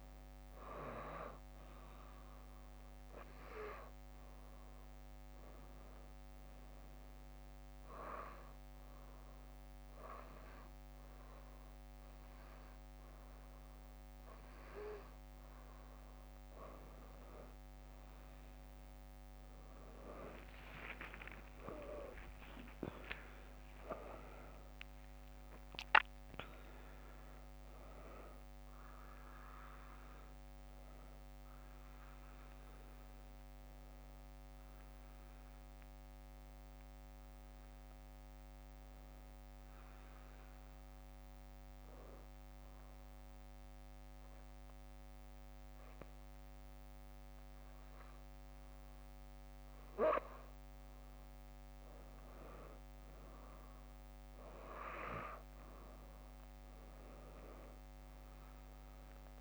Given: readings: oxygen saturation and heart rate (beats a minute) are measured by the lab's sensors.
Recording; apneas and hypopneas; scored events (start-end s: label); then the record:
breathing in sleep by a microphone on the trachea; 2
0.00-3.00 s: arousal
5.00-16.50 s: hypopnea (oxygen 98% before, 95% lowest, heart rate 68 before, 60 extreme, up 8 after)
20.00-27.50 s: leg movement (device-marked)
20.50-25.50 s: arousal
23.00-35.00 s: drop in pulse transit time (device-marked, heart rate 64 before, 67 extreme)
40.50-51.00 s: obstructive apnea (oxygen 97% before, 94% lowest, heart rate 70 before, 57 extreme, up 3 after)
54.50-58.50 s: arousal
From the record:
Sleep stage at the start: N2 (light sleep); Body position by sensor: on the back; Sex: female